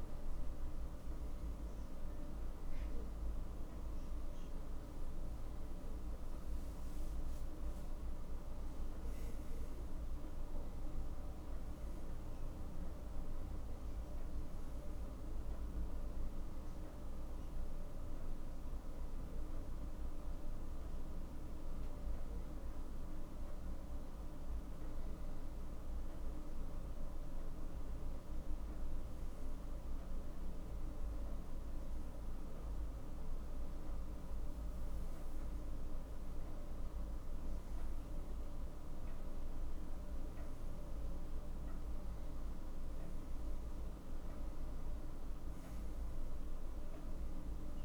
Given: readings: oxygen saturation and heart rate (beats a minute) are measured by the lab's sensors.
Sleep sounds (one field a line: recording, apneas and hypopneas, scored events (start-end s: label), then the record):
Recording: a person awake in a sleep study, hard to hear, by a room microphone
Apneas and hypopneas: none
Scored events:
none scored
From the record:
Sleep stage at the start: awake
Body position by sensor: on the right side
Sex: male